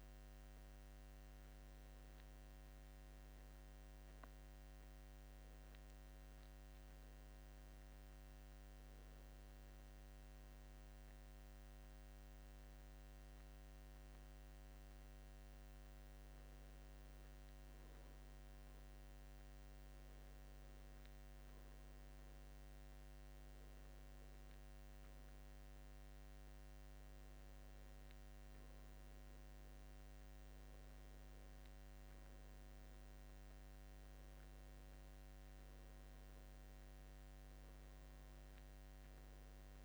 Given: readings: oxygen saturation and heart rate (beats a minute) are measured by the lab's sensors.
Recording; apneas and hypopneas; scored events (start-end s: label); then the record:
breathing in sleep, hard to hear, by a microphone on the trachea; none
none scored
From the record:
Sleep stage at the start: N2 (light sleep); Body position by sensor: on the back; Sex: male